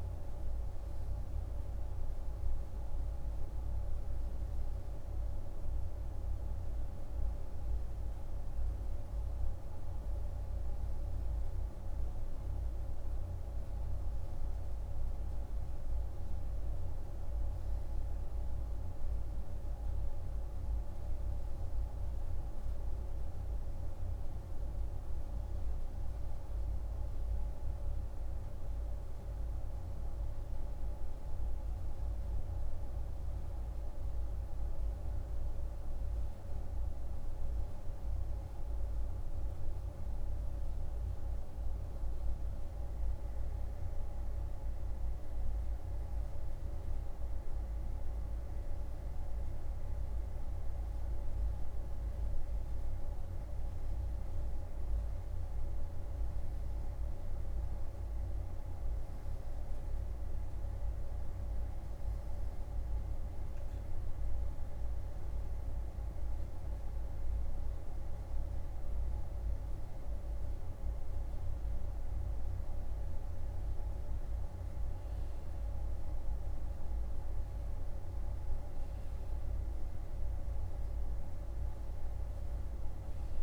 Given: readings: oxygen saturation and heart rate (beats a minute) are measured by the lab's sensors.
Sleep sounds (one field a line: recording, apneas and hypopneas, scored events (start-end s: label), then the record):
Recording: breathing in sleep, hard to hear, by a room microphone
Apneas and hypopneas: none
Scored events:
none scored
From the record:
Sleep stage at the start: N2 (light sleep)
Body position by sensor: on the right side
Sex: male